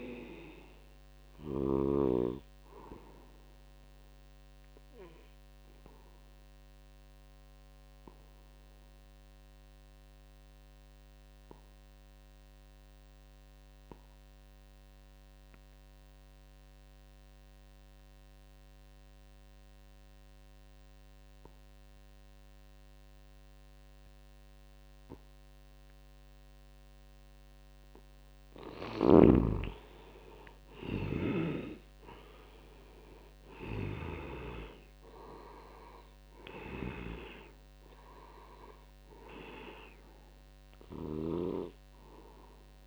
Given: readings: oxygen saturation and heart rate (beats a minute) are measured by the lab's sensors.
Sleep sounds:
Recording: breathing in sleep by a microphone on the trachea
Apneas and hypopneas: 1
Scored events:
0.00-10.50 s: oxygen desaturation (device-marked, oxygen 81% lowest, heart rate 74 extreme)
0.50-42.87 s: new sleep stage, N2 (light sleep)
4.00-27.00 s: obstructive apnea (oxygen 97% before, 80% lowest, heart rate 79 before, 74 extreme, up 3 after)
24.50-42.87 s: oxygen desaturation (device-marked, oxygen 97% before, 80% lowest, heart rate 81 before, 66 extreme)
29.00-32.00 s: arousal
From the record:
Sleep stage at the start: REM sleep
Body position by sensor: on the back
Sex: male

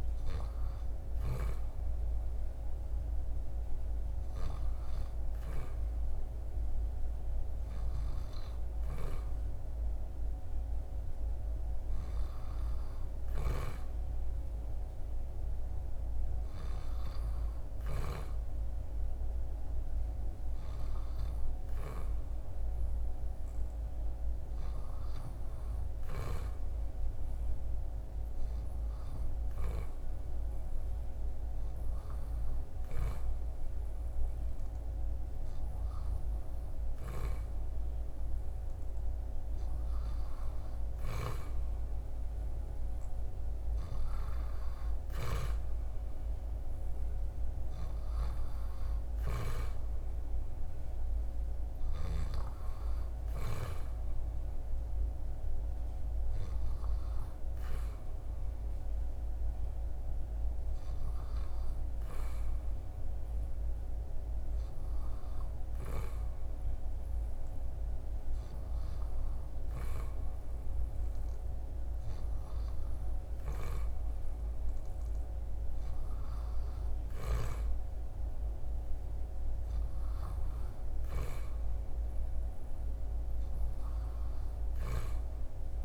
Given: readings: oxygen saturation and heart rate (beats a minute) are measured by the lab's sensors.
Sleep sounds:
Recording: breathing in sleep by a room microphone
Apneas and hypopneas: none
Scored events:
40.50-45.00 s: snoring (device-marked)
From the record:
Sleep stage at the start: N2 (light sleep)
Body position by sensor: on the back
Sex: male

